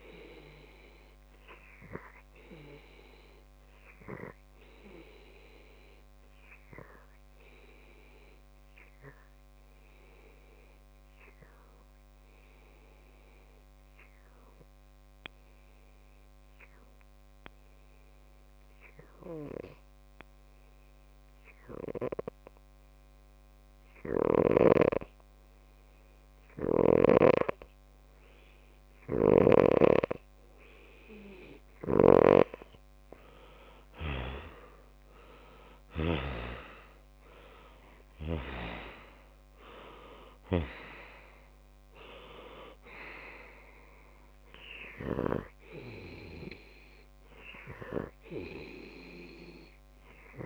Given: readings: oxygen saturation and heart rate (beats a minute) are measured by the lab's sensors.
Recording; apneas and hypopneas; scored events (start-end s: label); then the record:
breathing in sleep by a microphone on the trachea; 1
2.50-31.50 s: obstructive apnea (oxygen 99% before, 94% lowest)
24.50-32.50 s: snoring (device-marked)
35.00-38.50 s: arousal
From the record:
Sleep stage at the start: N2 (light sleep); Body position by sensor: on the left side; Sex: male